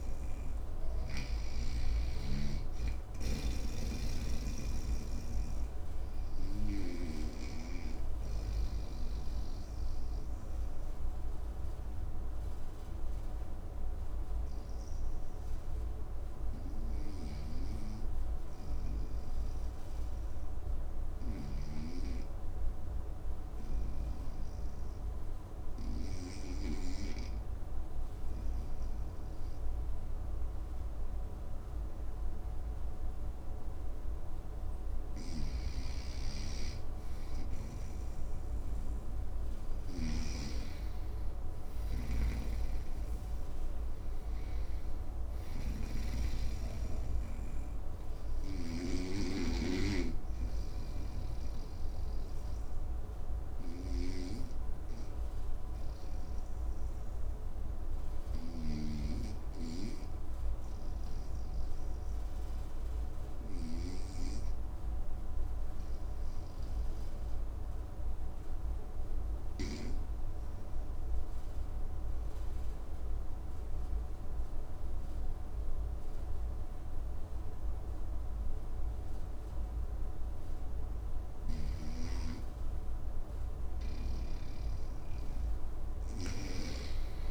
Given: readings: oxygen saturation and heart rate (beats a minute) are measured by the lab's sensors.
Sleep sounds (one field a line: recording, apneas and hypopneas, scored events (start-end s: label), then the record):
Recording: breathing in sleep by a room microphone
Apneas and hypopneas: 2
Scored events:
0.00-1.50 s: arousal
0.00-13.50 s: oxygen desaturation (device-marked, oxygen 93% lowest, heart rate 59 extreme)
5.00-34.00 s: obstructive apnea (oxygen 99% before, 93% lowest, heart rate 68 before, 59 extreme, up 7 after)
16.50-21.50 s: snoring (device-marked)
36.50-40.00 s: arousal
39.50-63.50 s: snoring (device-marked)
54.00-81.00 s: obstructive apnea (oxygen 99% before, 94% lowest, heart rate 65 before, 57 extreme, up 7 after)
58.50-73.50 s: oxygen desaturation (device-marked, oxygen 97% before, 94% lowest, heart rate 66 before, 57 extreme)
81.00-87.31 s: snoring (device-marked)
86.00-87.31 s: arousal
From the record:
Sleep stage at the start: N2 (light sleep)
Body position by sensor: on the right side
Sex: male